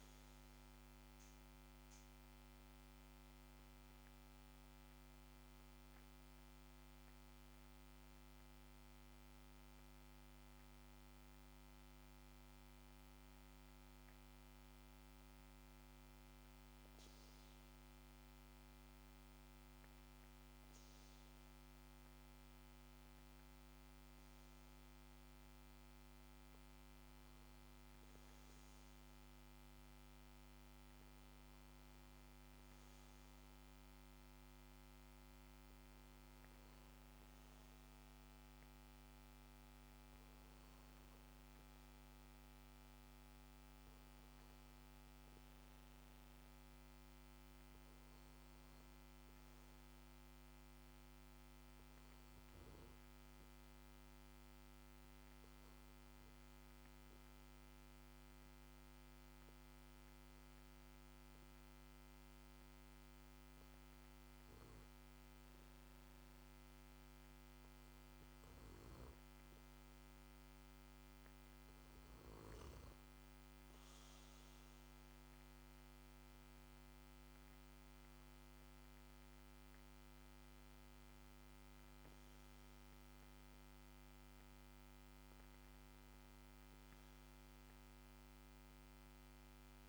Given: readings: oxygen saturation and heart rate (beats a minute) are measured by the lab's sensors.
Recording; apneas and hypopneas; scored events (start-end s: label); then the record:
breathing in sleep, hard to hear, by a microphone on the trachea; 1
56.50-70.00 s: obstructive apnea (oxygen 96% before, 93% lowest, heart rate 54 before, 52 extreme, up 3 after)
73.00-76.00 s: arousal
From the record:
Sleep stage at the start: N2 (light sleep); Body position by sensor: on the back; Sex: male